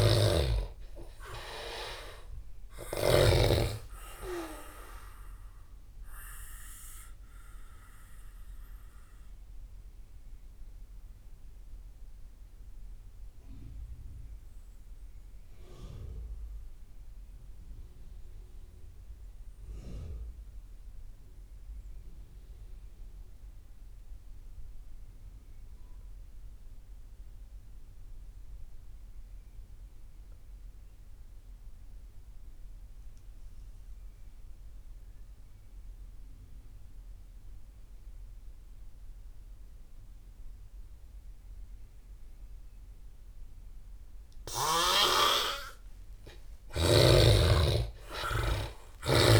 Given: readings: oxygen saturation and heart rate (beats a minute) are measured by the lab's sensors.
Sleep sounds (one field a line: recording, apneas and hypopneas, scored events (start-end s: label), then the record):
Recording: breathing in sleep by a room microphone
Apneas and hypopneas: 1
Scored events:
0.00-3.00 s: snoring (device-marked)
0.00-18.50 s: oxygen desaturation (device-marked, oxygen 75% lowest)
7.00-44.50 s: mixed apnea (oxygen 98% before, 70% lowest)
35.50-49.39 s: oxygen desaturation (device-marked, oxygen 97% before, 70% lowest)
46.00-49.39 s: arousal
From the record:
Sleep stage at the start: N2 (light sleep)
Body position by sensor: on the back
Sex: male